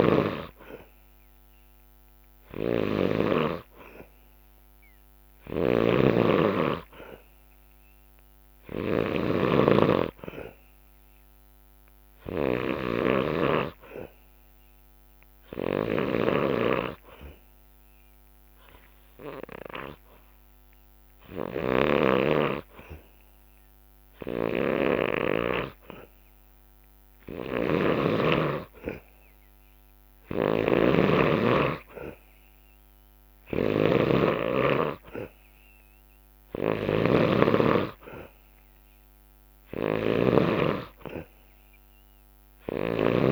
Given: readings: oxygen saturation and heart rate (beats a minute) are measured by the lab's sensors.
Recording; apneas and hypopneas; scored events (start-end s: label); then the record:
breathing in sleep by a microphone on the trachea; none
0.00-3.00 s: snoring (device-marked)
5.00-22.00 s: snoring (device-marked)
24.00-43.32 s: snoring (device-marked)
36.50-38.50 s: long interval between heartbeats (device-marked, heart rate 68 before, 64 extreme)
From the record:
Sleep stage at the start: N2 (light sleep); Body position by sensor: on the back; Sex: male